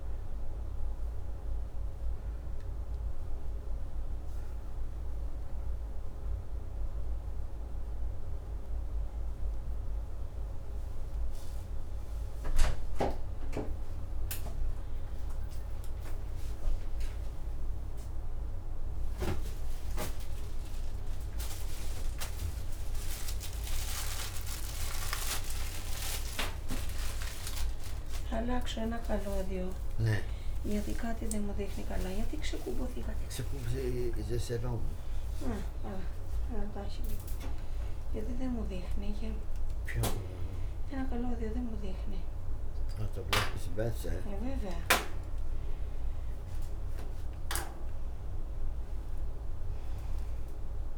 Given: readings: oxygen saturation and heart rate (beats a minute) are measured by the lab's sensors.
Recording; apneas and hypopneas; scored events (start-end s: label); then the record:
a person partly awake in a sleep study, by a room microphone; none
28.00-50.98 s: new sleep stage, awake
From the record:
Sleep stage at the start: N2 (light sleep); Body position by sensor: upright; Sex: male